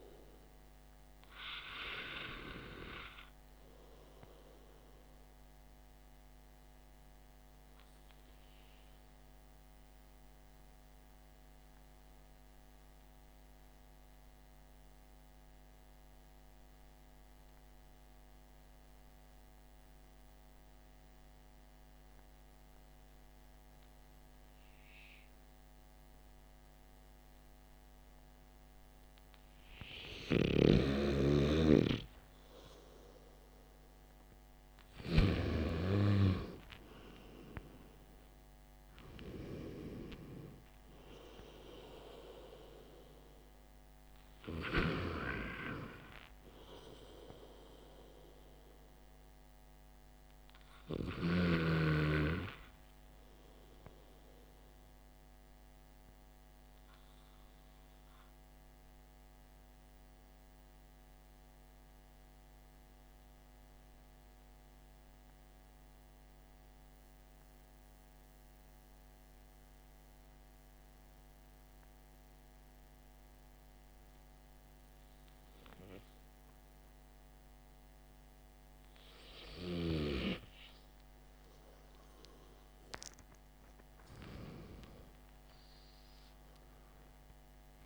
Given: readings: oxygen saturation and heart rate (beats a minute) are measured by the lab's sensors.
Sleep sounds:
breathing in sleep by a microphone on the trachea; 2
8.50-30.00 s: mixed apnea (oxygen 98% before, 93% lowest, heart rate 52 before, 47 extreme, up 6 after)
38.00-42.00 s: arousal
59.50-75.50 s: central apnea (oxygen 97% before, 93% lowest, heart rate 54 before, 50 extreme, up 3 after)
77.50-82.00 s: arousal
From the record:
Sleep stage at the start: N2 (light sleep); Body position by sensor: on the back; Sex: male

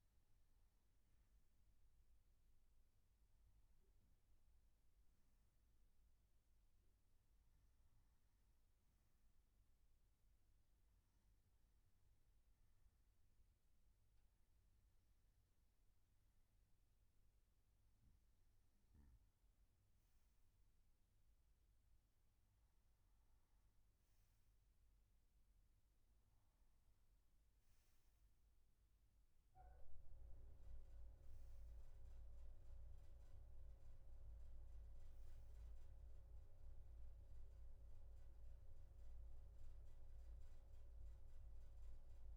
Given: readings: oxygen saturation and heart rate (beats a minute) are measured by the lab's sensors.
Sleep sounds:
breathing in sleep, hard to hear, by a room microphone; none
none scored
From the record:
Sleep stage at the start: N2 (light sleep); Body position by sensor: on the right side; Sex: male

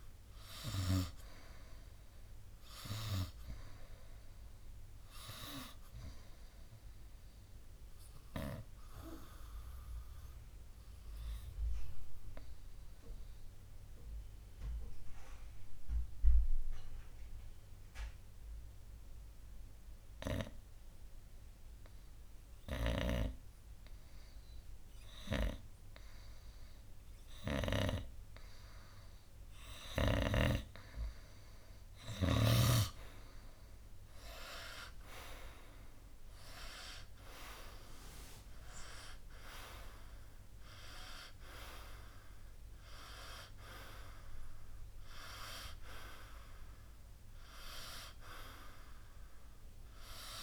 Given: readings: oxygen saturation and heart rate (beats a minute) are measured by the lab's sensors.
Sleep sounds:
breathing in sleep by a room microphone; 1
6.00-24.00 s: oxygen desaturation (device-marked, oxygen 96% before, 92% lowest, heart rate 68 before, 59 extreme)
7.50-25.00 s: obstructive apnea (oxygen 97% before, 92% lowest, heart rate 68 before, 59 extreme, up 6 after)
32.50-36.50 s: arousal
From the record:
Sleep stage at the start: N2 (light sleep); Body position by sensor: on the right side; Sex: male

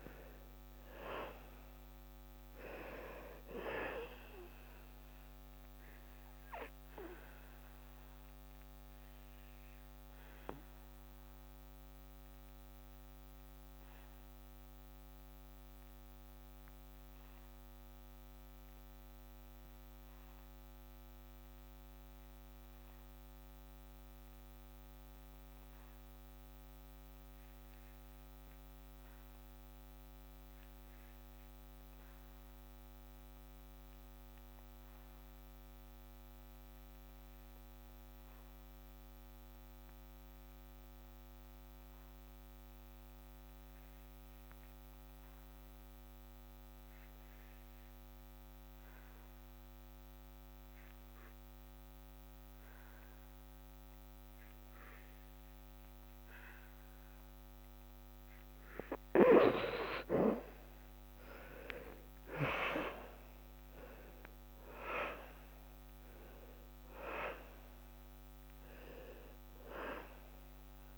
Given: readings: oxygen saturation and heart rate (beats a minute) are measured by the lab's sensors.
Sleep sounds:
breathing in sleep by a microphone on the trachea; 1
0.00-1.50 s: arousal
7.00-58.50 s: obstructive apnea (oxygen 99% before, 66% lowest, heart rate 72 before, 53 extreme, up 26 after)
8.50-24.50 s: oxygen desaturation (device-marked, oxygen 92% before, 84% lowest, heart rate 73 before, 53 extreme)
39.50-70.98 s: oxygen desaturation (device-marked, oxygen 96% before, 66% lowest, heart rate 62 before, 55 extreme)
62.50-66.50 s: arousal
From the record:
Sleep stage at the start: N2 (light sleep); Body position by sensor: on the back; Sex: male

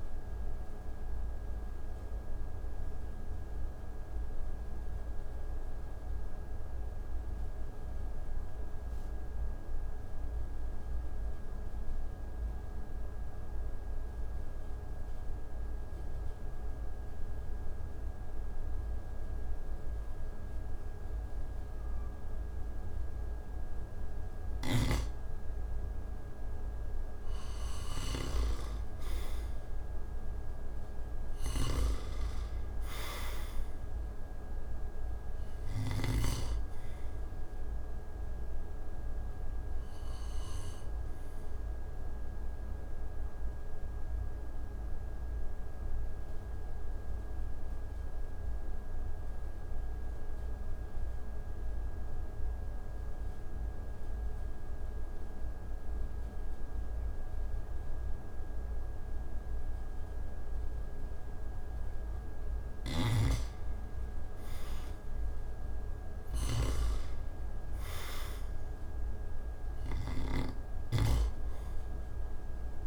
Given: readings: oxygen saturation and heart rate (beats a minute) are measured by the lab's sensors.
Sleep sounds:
breathing in sleep by a room microphone; 2
0.00-17.50 s: oxygen desaturation (device-marked, oxygen 79% lowest)
0.50-25.00 s: mixed apnea (oxygen 98% before, 79% lowest)
27.00-31.50 s: arousal
31.00-35.50 s: snoring (device-marked)
33.50-52.50 s: oxygen desaturation (device-marked, oxygen 98% before, 85% lowest)
40.00-63.50 s: mixed apnea (oxygen 98% before, 85% lowest)
62.50-70.00 s: snoring (device-marked)
65.00-68.50 s: arousal
69.50-72.87 s: oxygen desaturation (device-marked, oxygen 97% before, 85% lowest)
From the record:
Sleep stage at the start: N2 (light sleep); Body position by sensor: on the back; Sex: male

